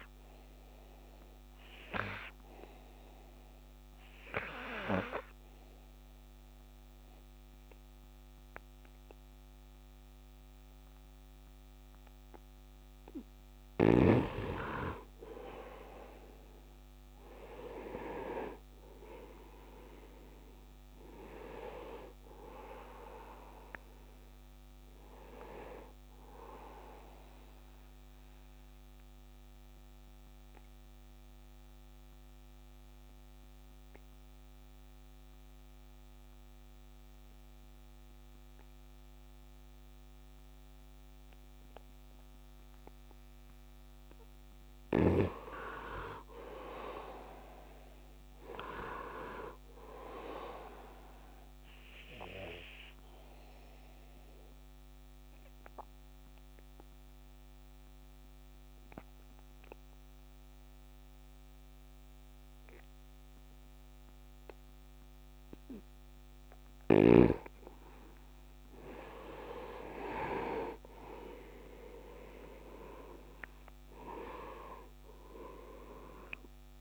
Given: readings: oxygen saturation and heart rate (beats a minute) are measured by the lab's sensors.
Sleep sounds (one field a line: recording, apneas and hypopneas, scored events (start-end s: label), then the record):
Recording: breathing in sleep by a microphone on the trachea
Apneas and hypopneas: 3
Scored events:
0.00-4.00 s: oxygen desaturation (device-marked, oxygen 89% lowest, heart rate 75 extreme)
4.00-15.00 s: obstructive apnea (oxygen 98% before, 83% lowest, heart rate 78 before, 71 extreme, up 6 after)
13.00-39.00 s: oxygen desaturation (device-marked, oxygen 96% before, 83% lowest, heart rate 77 before, 71 extreme)
16.50-20.00 s: arousal
28.00-44.50 s: obstructive apnea (oxygen 96% before, 83% lowest, heart rate 80 before, 71 extreme, up 10 after)
46.50-50.50 s: arousal
48.00-68.00 s: oxygen desaturation (device-marked, oxygen 98% before, 85% lowest, heart rate 74 before, 73 extreme)
55.50-67.00 s: obstructive apnea (oxygen 98% before, 85% lowest, heart rate 77 before, 74 extreme, up 6 after)
70.00-74.00 s: arousal
From the record:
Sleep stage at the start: N2 (light sleep)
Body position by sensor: on the right side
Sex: male